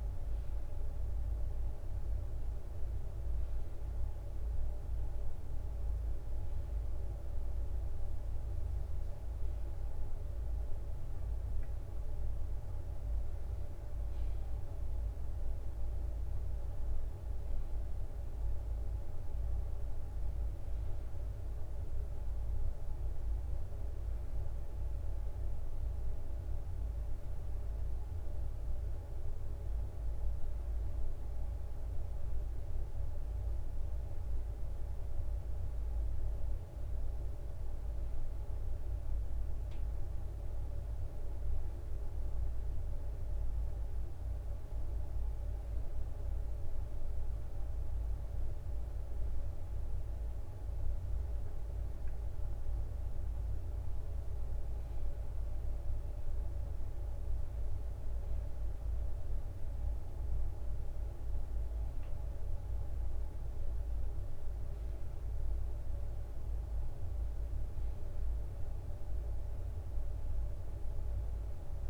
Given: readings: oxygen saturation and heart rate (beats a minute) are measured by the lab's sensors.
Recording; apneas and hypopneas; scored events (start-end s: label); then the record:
breathing in sleep, hard to hear, by a room microphone; none
none scored
From the record:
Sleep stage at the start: N1 (lightest sleep); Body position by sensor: on the right side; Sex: male